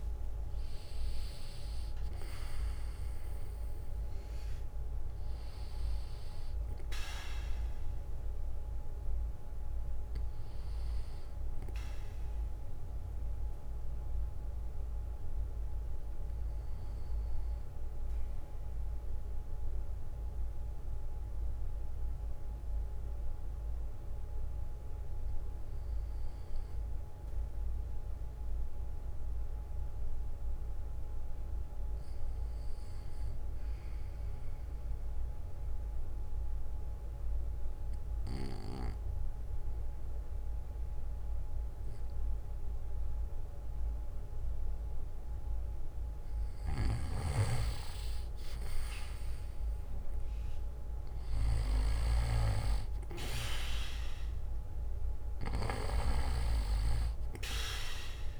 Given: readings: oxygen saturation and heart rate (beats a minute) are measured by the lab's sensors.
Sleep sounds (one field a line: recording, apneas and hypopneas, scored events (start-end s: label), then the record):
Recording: breathing in sleep by a room microphone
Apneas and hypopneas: 1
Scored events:
3.50-58.40 s: new sleep stage, N2 (light sleep)
8.50-10.50 s: bradycardia (device-marked, heart rate 63 before, 61 extreme)
11.50-13.50 s: bradycardia (device-marked, heart rate 63 before, 58 extreme)
15.00-43.50 s: obstructive apnea (oxygen 100% before, 93% lowest, heart rate 61 before, 50 extreme, up 17 after)
23.50-25.50 s: bradycardia (device-marked, heart rate 63 before, 57 extreme)
26.50-36.50 s: bradycardia (device-marked, heart rate 63 before, 50 extreme)
38.50-42.50 s: bradycardia (device-marked, heart rate 63 before, 57 extreme)
47.00-51.50 s: arousal
From the record:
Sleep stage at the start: REM sleep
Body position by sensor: on the back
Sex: male